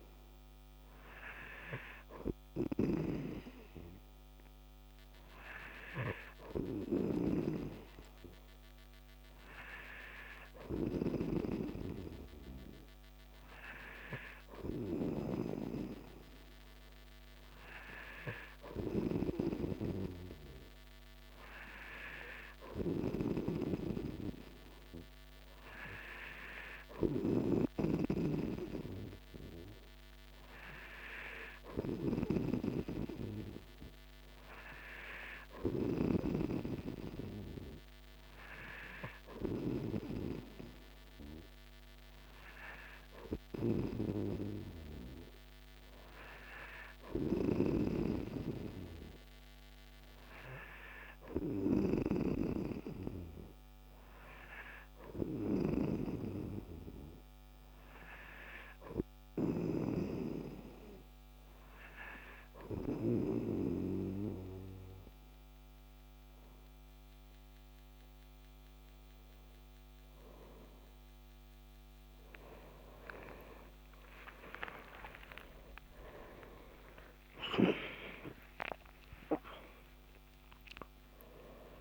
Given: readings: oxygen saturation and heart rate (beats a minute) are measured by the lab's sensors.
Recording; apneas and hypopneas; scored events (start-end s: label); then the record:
breathing in sleep by a microphone on the trachea; none
0.00-11.50 s: snoring (device-marked)
19.00-36.50 s: snoring (device-marked)
47.50-63.50 s: snoring (device-marked)
80.50-81.81 s: new sleep stage, awake
From the record:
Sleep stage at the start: N3 (deep sleep); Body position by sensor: on the right side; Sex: male